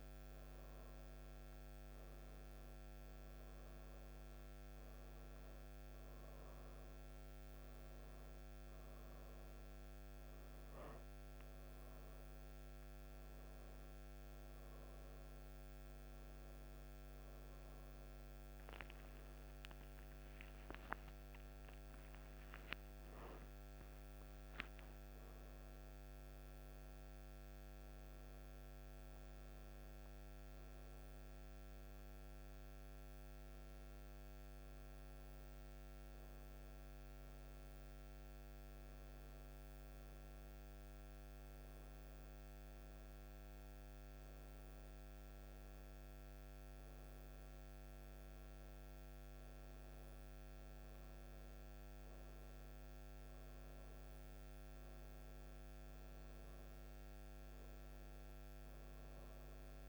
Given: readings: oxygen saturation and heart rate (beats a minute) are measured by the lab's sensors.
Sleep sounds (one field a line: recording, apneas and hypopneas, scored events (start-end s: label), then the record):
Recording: breathing in sleep, hard to hear, by a microphone on the trachea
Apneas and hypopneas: none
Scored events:
19.50-24.00 s: arousal
From the record:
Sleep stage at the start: N1 (lightest sleep)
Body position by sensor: on the right side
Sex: female